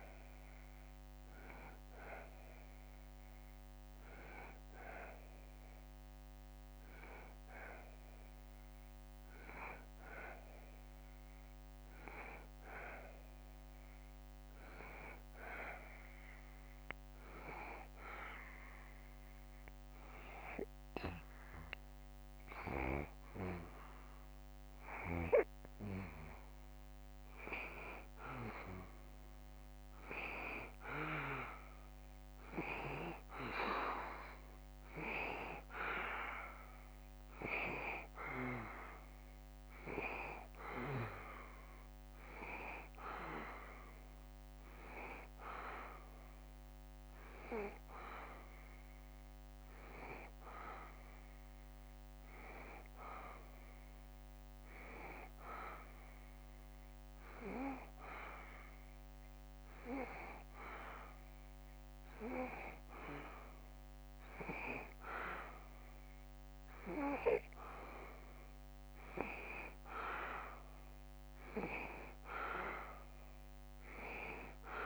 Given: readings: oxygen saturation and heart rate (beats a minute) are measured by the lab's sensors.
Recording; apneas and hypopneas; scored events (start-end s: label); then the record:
breathing in sleep by a microphone on the trachea; 2
0.00-5.50 s: drop in pulse transit time (device-marked, heart rate 72 extreme)
0.00-5.50 s: oxygen desaturation (device-marked, oxygen 92% lowest, heart rate 72 extreme)
2.00-21.50 s: obstructive apnea (oxygen 96% before, 91% lowest, heart rate 72 before, 72 extreme, up 0 after)
24.50-29.00 s: arousal
43.50-59.50 s: obstructive apnea (oxygen 94% before, 90% lowest, heart rate 72 before, 73 extreme, up 1 after)
62.50-65.00 s: arousal
From the record:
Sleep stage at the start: N2 (light sleep); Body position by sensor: on the back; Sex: male